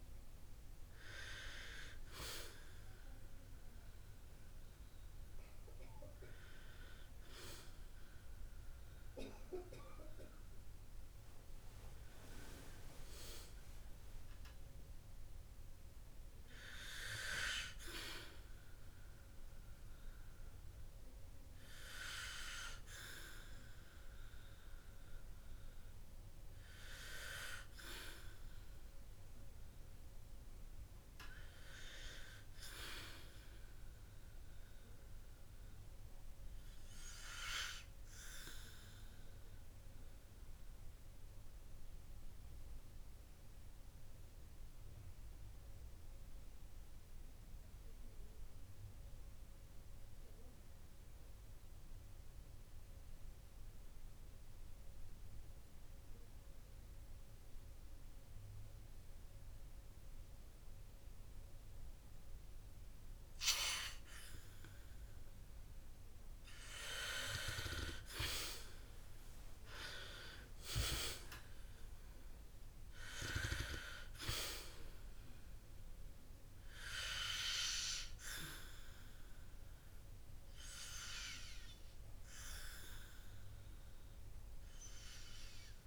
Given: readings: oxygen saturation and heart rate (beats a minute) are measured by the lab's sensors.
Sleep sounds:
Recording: breathing in sleep by a room microphone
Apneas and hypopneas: 1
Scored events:
22.00-31.00 s: oxygen desaturation (device-marked, oxygen 92% before, 84% lowest, heart rate 68 before, 47 extreme)
32.50-36.50 s: arousal
41.50-64.50 s: obstructive apnea (oxygen 100% before, 94% lowest, heart rate 58 before, 47 extreme, up 29 after)
67.00-71.00 s: arousal
From the record:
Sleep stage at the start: REM sleep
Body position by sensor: on the back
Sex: male

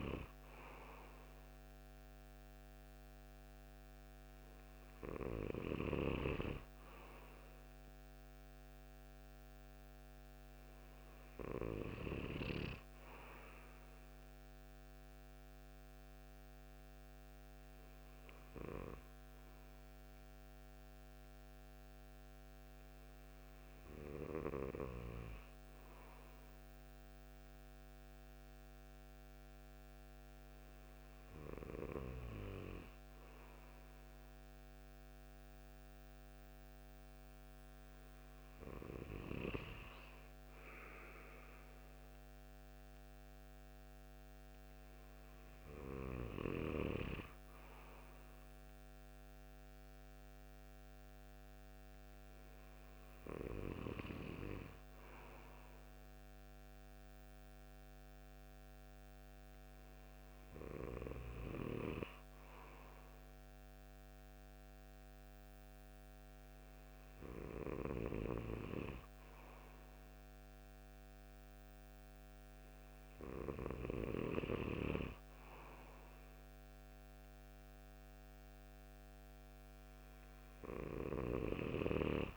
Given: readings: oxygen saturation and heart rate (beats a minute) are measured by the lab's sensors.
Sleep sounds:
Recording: breathing in sleep by a microphone on the trachea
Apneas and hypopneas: none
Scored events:
none scored
From the record:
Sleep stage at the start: REM sleep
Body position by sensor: on the right side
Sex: male

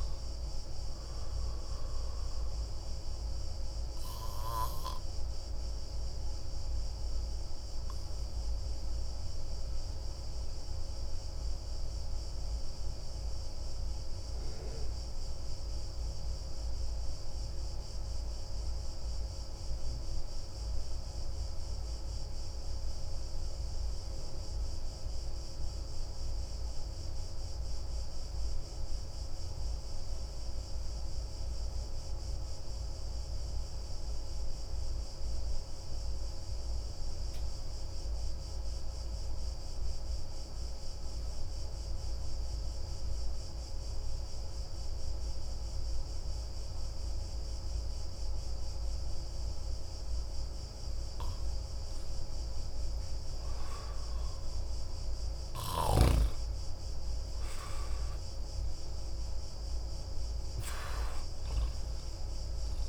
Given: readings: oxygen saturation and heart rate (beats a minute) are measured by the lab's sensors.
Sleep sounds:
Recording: breathing in sleep, hard to hear, by a room microphone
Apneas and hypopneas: 1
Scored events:
2.00-49.50 s: obstructive apnea (oxygen 97% before, 90% lowest)
5.50-19.50 s: oxygen desaturation (device-marked, oxygen 93% before, 90% lowest)
52.50-57.00 s: arousal
From the record:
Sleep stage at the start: N2 (light sleep)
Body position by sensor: on the back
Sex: male

